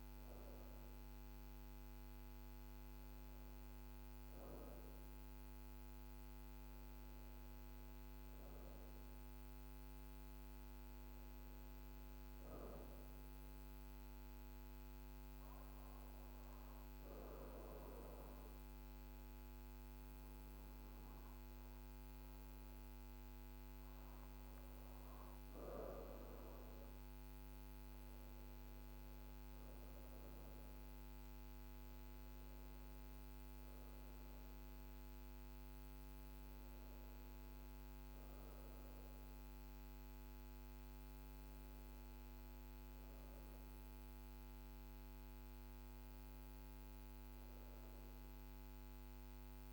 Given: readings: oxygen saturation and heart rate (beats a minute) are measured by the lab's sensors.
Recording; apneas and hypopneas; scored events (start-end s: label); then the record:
breathing in sleep, hard to hear, by a microphone on the trachea; 1
13.50-23.50 s: obstructive apnea (oxygen 95% before, 92% lowest)
24.50-29.00 s: arousal
From the record:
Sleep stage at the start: REM sleep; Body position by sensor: on the back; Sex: female